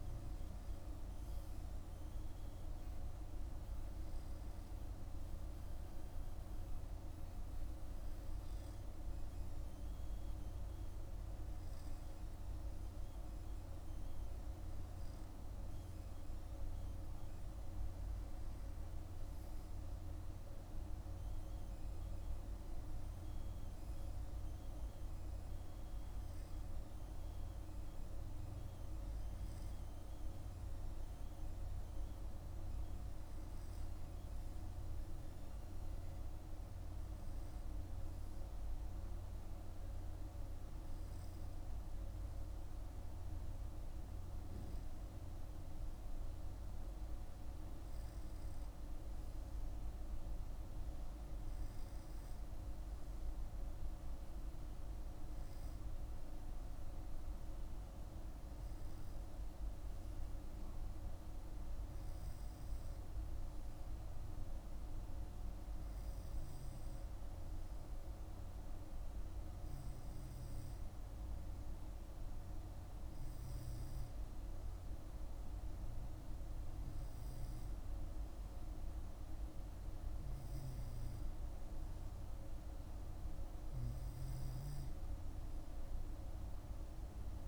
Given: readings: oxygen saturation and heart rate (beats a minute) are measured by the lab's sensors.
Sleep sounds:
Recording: breathing in sleep, hard to hear, by a room microphone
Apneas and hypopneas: none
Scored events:
none scored
From the record:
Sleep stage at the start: N2 (light sleep)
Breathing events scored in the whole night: 55 in 6.1 hours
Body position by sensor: on the right side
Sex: male

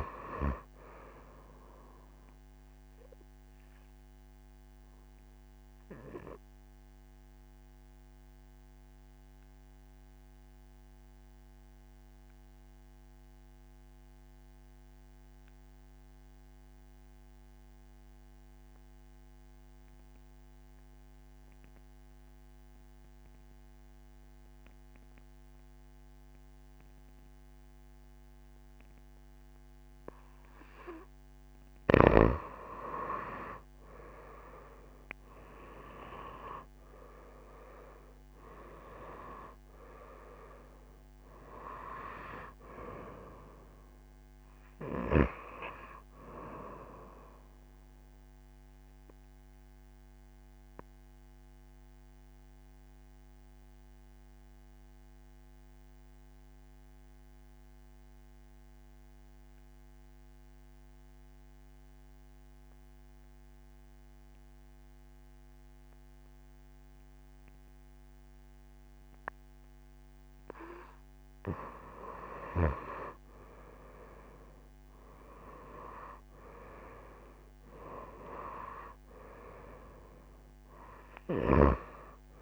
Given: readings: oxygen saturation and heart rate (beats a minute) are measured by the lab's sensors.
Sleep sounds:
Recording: breathing in sleep by a microphone on the trachea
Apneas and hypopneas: 2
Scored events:
0.00-17.00 s: oxygen desaturation (device-marked, oxygen 90% lowest)
3.00-32.50 s: obstructive apnea (oxygen 98% before, 86% lowest)
24.00-62.00 s: oxygen desaturation (device-marked, oxygen 97% before, 86% lowest)
35.50-38.50 s: arousal
47.50-69.50 s: obstructive apnea (oxygen 97% before, 86% lowest)
73.00-76.50 s: arousal
75.00-82.42 s: oxygen desaturation (device-marked, oxygen 97% before, 89% lowest)
From the record:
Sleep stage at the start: N2 (light sleep)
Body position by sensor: on the back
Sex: female

